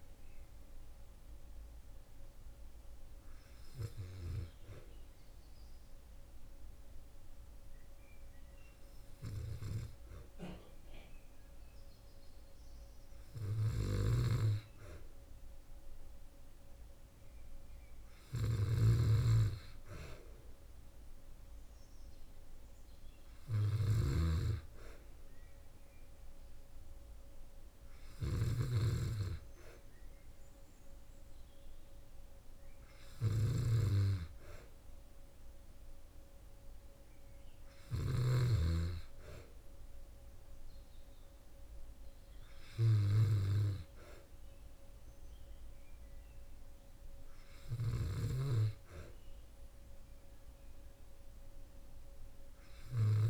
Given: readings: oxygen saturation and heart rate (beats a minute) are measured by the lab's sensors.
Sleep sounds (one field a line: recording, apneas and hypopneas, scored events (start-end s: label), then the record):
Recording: breathing in sleep by a room microphone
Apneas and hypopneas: none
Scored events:
13.00-37.50 s: snoring (device-marked)
From the record:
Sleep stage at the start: N2 (light sleep)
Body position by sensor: on the back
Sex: female